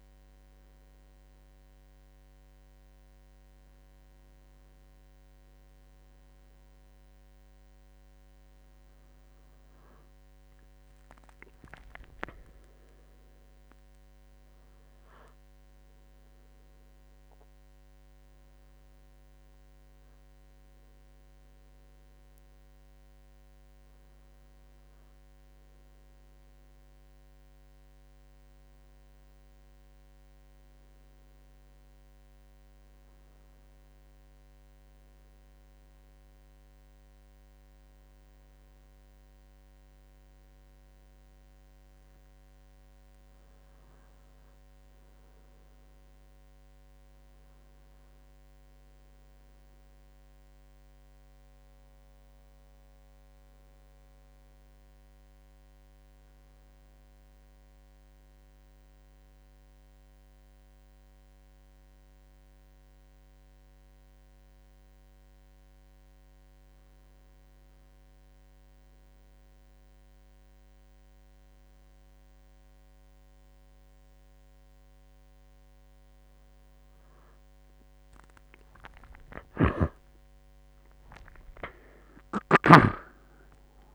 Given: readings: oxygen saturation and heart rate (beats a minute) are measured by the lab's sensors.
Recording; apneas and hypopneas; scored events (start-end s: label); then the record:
breathing in sleep by a microphone on the trachea; none
10.50-14.50 s: arousal
79.50-83.95 s: new sleep stage, awake
From the record:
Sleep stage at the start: N1 (lightest sleep); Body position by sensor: on the right side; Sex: male